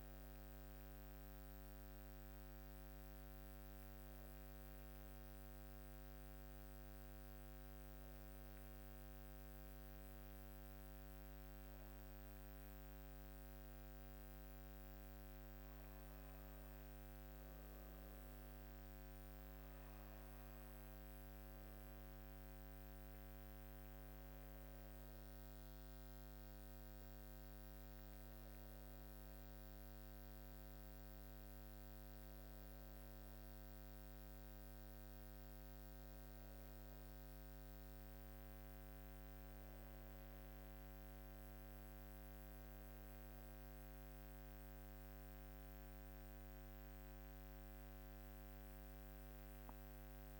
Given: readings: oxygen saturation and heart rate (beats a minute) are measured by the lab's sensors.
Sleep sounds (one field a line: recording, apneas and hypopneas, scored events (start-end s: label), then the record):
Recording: breathing in sleep, hard to hear, by a microphone on the trachea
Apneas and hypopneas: none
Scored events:
none scored
From the record:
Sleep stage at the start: N2 (light sleep)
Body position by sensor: on the back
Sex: female